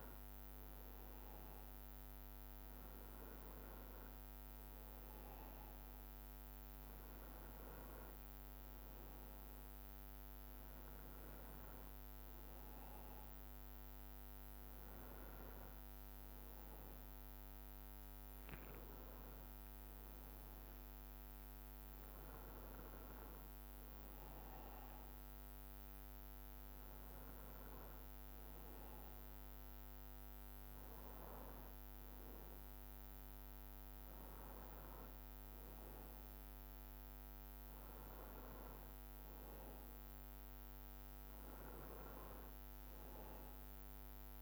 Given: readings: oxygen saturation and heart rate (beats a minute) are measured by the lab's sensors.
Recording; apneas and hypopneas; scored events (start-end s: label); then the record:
breathing in sleep, hard to hear, by a microphone on the trachea; none
none scored
From the record:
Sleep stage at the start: N1 (lightest sleep); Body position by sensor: on the back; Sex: male